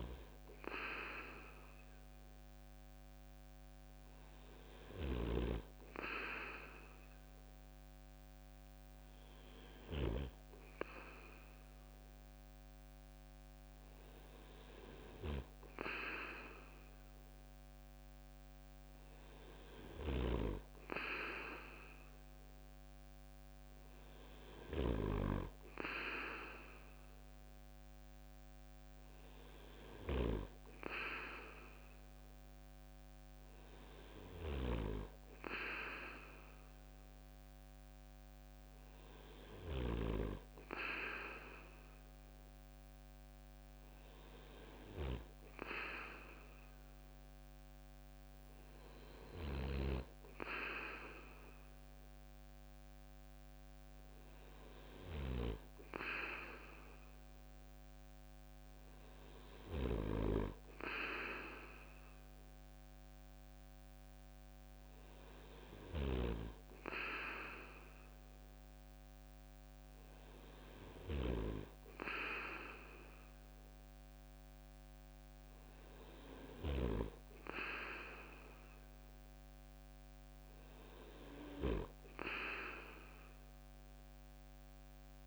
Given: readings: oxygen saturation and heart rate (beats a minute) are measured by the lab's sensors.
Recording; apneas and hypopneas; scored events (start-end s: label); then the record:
breathing in sleep by a microphone on the trachea; none
0.00-5.00 s: snoring (device-marked)
33.50-39.50 s: snoring (device-marked)
From the record:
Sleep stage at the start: N2 (light sleep); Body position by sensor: on the right side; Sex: male